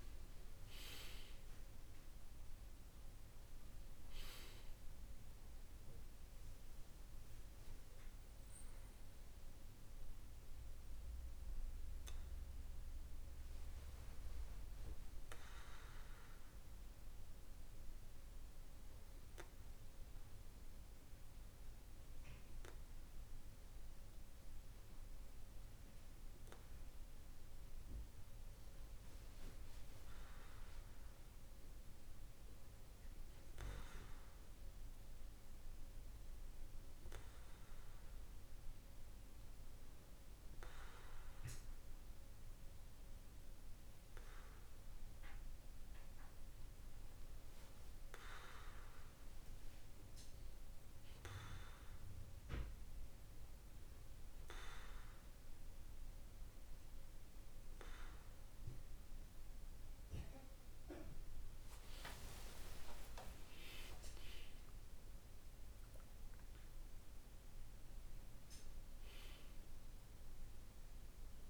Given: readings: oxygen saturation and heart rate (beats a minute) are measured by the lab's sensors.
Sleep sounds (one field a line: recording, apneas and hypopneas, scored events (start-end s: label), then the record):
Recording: breathing in sleep by a room microphone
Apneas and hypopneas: none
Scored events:
10.00-70.00 s: new sleep stage, N2 (light sleep)
70.00-71.50 s: new sleep stage, awake
From the record:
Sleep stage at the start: N1 (lightest sleep)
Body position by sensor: on the back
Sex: male